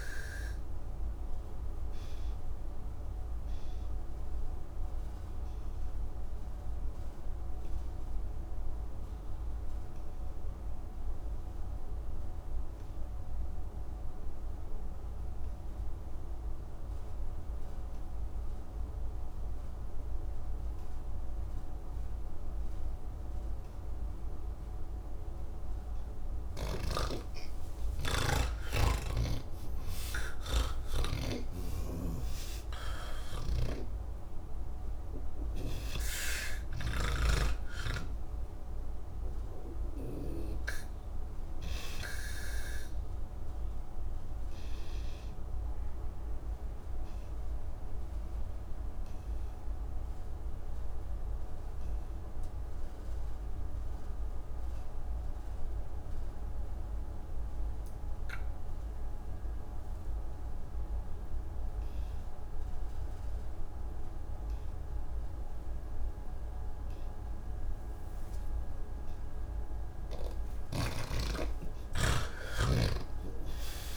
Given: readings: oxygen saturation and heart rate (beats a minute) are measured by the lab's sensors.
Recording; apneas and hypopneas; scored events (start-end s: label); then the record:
breathing in sleep by a room microphone; 2
0.00-16.00 s: oxygen desaturation (device-marked, oxygen 80% lowest, heart rate 43 extreme)
2.50-24.50 s: obstructive apnea (oxygen 99% before, 80% lowest, heart rate 84 before, 43 extreme)
25.00-54.00 s: oxygen desaturation (device-marked, oxygen 99% before, 81% lowest, heart rate 94 before, 46 extreme)
31.50-40.50 s: snoring (device-marked)
41.50-68.50 s: obstructive apnea (oxygen 99% before, 80% lowest, heart rate 86 before, 106 extreme, up 26 after)
66.00-73.97 s: oxygen desaturation (device-marked, oxygen 99% before, 82% lowest, heart rate 127 before, 80 extreme)
70.00-73.97 s: new sleep stage, N1 (lightest sleep)
70.50-73.97 s: snoring (device-marked)
From the record:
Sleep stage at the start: N3 (deep sleep); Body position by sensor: on the back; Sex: male